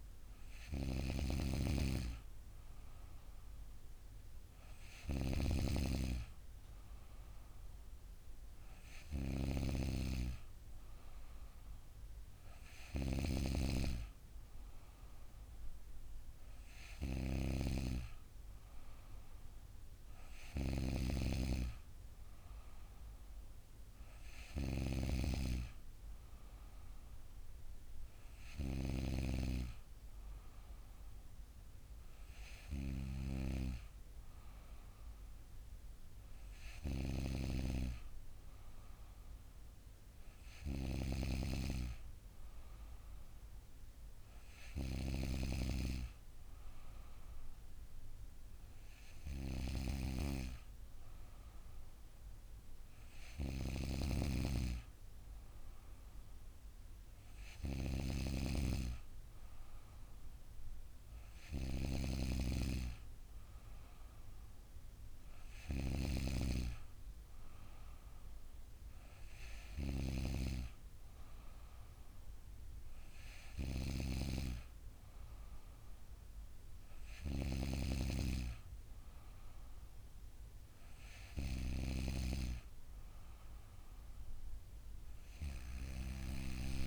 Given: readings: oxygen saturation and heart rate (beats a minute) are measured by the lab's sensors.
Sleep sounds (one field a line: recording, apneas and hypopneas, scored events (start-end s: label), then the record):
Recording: breathing in sleep by a room microphone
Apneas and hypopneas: none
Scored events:
none scored
From the record:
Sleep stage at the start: N3 (deep sleep)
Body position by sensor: on the back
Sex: female